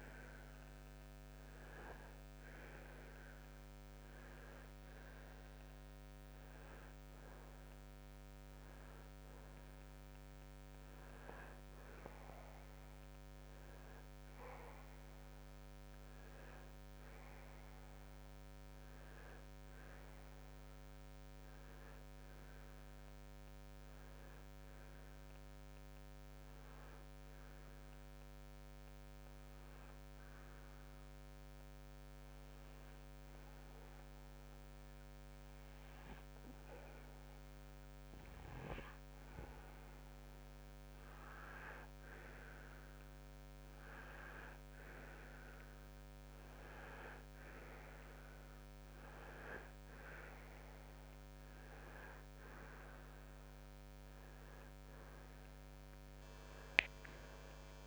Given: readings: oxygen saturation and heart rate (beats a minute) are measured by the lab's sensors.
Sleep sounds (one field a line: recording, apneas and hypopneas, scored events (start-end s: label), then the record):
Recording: breathing in sleep by a microphone on the trachea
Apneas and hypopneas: 1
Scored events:
5.00-9.00 s: arousal
25.50-40.00 s: hypopnea (oxygen 94% before, 91% lowest, heart rate 64 before, 60 extreme, up 4 after)
44.50-48.50 s: arousal
51.00-57.87 s: oxygen desaturation (device-marked, oxygen 95% before, 91% lowest, heart rate 62 before, 60 extreme)
From the record:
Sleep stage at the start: N2 (light sleep)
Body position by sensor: on the right side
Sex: male